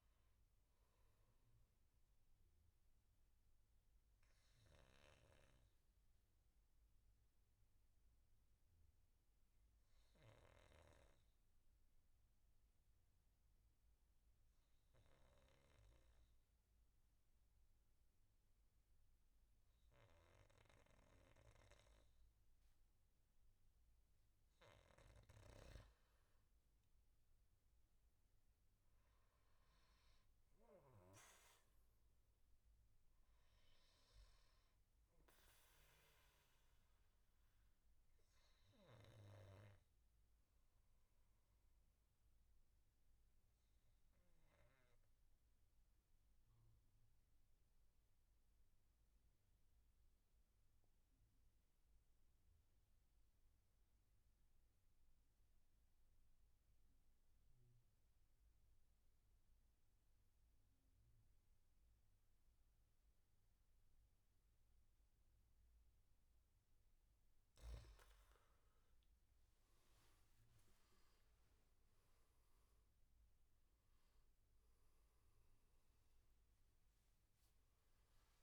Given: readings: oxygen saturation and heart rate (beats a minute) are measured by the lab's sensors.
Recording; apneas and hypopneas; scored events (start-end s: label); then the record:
breathing in sleep, hard to hear, by a room microphone; 2
0.00-11.50 s: oxygen desaturation (device-marked, oxygen 94% lowest, heart rate 63 extreme)
2.50-23.50 s: obstructive apnea (oxygen 98% before, 90% lowest, heart rate 74 before, 70 extreme, up 10 after)
23.50-78.43 s: new sleep stage, N2 (light sleep)
28.50-46.50 s: oxygen desaturation (device-marked, oxygen 98% before, 94% lowest, heart rate 74 before, 70 extreme)
37.00-66.50 s: obstructive apnea (oxygen 98% before, 90% lowest, heart rate 75 before, 62 extreme, up 15 after)
61.50-78.43 s: oxygen desaturation (device-marked, oxygen 98% before, 90% lowest, heart rate 72 before, 62 extreme)
69.00-73.50 s: arousal
From the record:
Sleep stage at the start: REM sleep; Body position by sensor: on the back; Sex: male